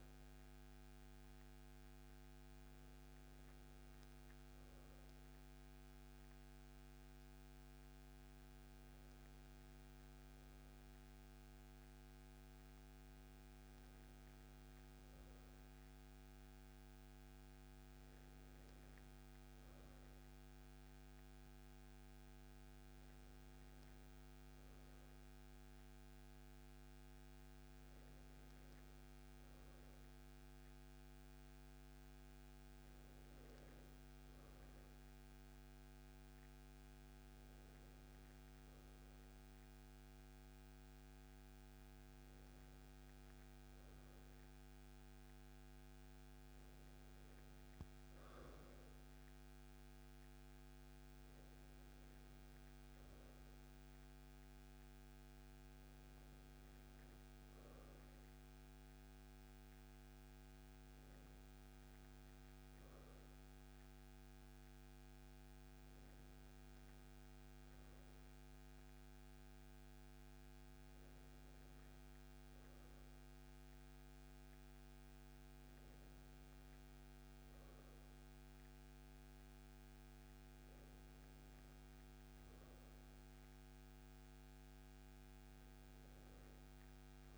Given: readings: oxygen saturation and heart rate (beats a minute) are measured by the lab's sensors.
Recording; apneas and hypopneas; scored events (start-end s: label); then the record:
breathing in sleep, hard to hear, by a microphone on the trachea; none
none scored
From the record:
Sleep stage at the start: N2 (light sleep); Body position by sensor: on the right side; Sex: male